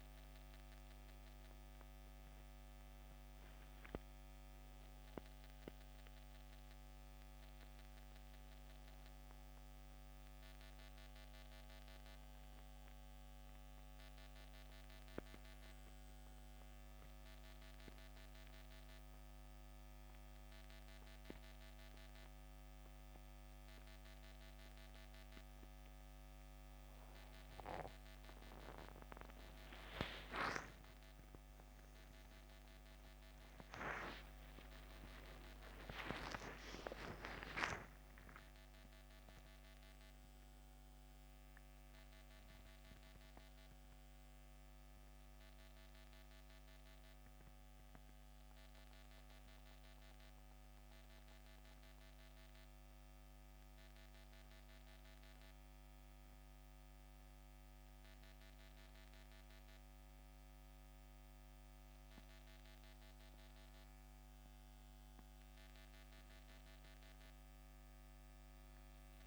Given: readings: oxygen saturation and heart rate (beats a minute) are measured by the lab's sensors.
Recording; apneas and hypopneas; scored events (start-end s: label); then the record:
breathing in sleep by a microphone on the trachea; 2
0.00-10.00 s: oxygen desaturation (device-marked, oxygen 88% lowest, heart rate 64 extreme)
12.50-28.00 s: mixed apnea (oxygen 93% before, 88% lowest, heart rate 74 before, 64 extreme, up 16 after)
31.00-61.00 s: oxygen desaturation (device-marked, oxygen 95% before, 88% lowest, heart rate 66 before, 63 extreme)
33.00-37.50 s: arousal
52.00-65.00 s: central apnea (oxygen 95% before, 88% lowest, heart rate 77 before, 63 extreme, up 5 after)
From the record:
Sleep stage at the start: N2 (light sleep); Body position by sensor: on the back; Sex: male